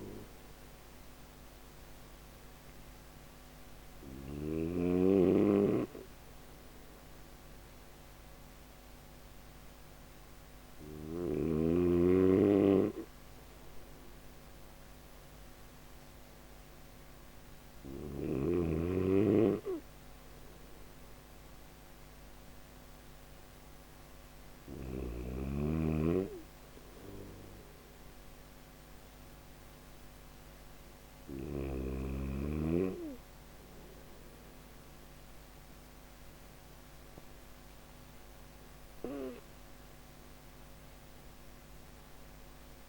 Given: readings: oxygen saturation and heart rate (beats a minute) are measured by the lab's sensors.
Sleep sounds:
breathing in sleep by a microphone on the trachea; none
0.00-3.50 s: snoring (device-marked)
From the record:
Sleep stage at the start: N1 (lightest sleep); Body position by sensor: on the back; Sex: male

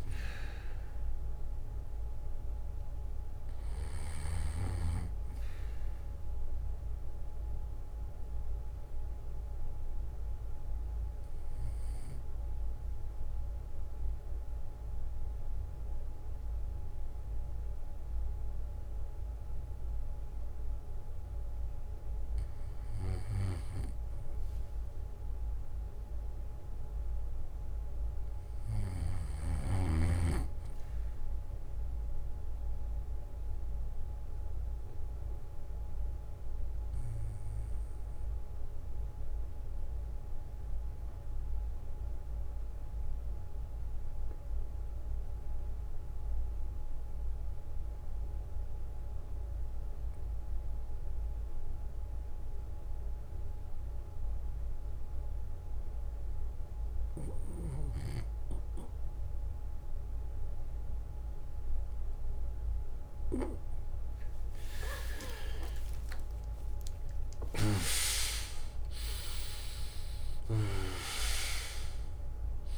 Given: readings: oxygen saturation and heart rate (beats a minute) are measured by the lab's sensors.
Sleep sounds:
breathing in sleep by a room microphone; 2
0.00-9.50 s: oxygen desaturation (device-marked, oxygen 93% lowest, heart rate 53 extreme)
0.50-7.50 s: bradycardia (device-marked, heart rate 64 before, 53 extreme)
5.00-28.00 s: obstructive apnea (oxygen 99% before, 93% lowest, heart rate 64 before, 53 extreme, up 4 after)
29.50-31.50 s: bradycardia (device-marked, heart rate 64 before, 61 extreme)
29.50-32.00 s: arousal
33.50-63.00 s: obstructive apnea (oxygen 98% before, 90% lowest, heart rate 63 before, 52 extreme, up 28 after)
35.50-41.50 s: bradycardia (device-marked, heart rate 64 before, 58 extreme)
42.50-44.50 s: bradycardia (device-marked, heart rate 64 before, 53 extreme)
45.50-60.50 s: oxygen desaturation (device-marked, oxygen 98% before, 95% lowest, heart rate 60 before, 52 extreme)
45.50-61.50 s: bradycardia (device-marked, heart rate 63 before, 52 extreme)
65.00-69.50 s: arousal
From the record:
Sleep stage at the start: REM sleep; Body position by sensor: on the back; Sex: male

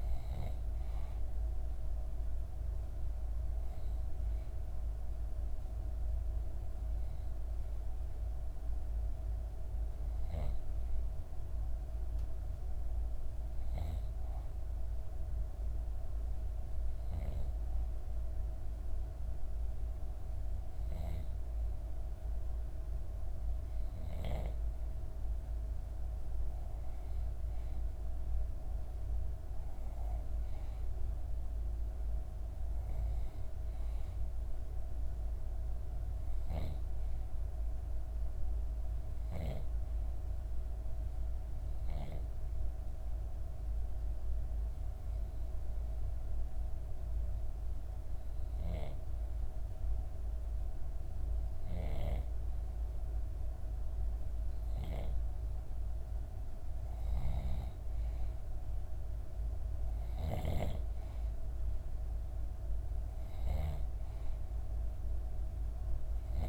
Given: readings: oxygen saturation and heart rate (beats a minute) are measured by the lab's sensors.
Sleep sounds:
breathing in sleep by a room microphone; 2
0.00-15.00 s: oxygen desaturation (device-marked, oxygen 91% lowest, heart rate 63 extreme)
10.00-21.00 s: obstructive apnea (oxygen 95% before, 92% lowest, heart rate 65 before, 63 extreme, up 2 after)
23.00-66.49 s: new sleep stage, N2 (light sleep)
25.00-30.00 s: arousal
37.00-52.00 s: obstructive apnea (oxygen 96% before, 92% lowest, heart rate 64 before, 64 extreme, up 2 after)
55.50-60.50 s: arousal
From the record:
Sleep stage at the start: REM sleep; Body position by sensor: on the back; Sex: female

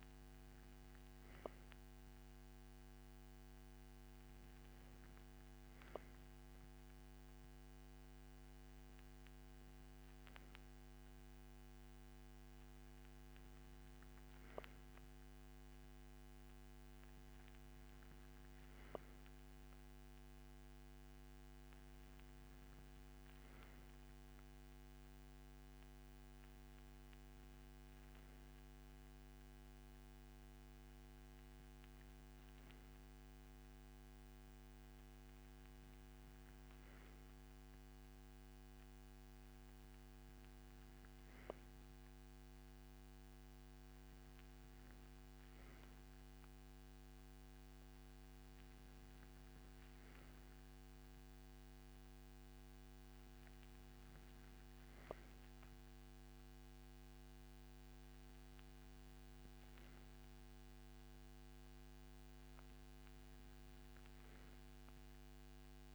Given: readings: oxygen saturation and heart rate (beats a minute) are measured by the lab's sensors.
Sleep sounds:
breathing in sleep, hard to hear, by a microphone on the trachea; none
none scored
From the record:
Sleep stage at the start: N2 (light sleep); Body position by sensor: on the right side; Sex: male

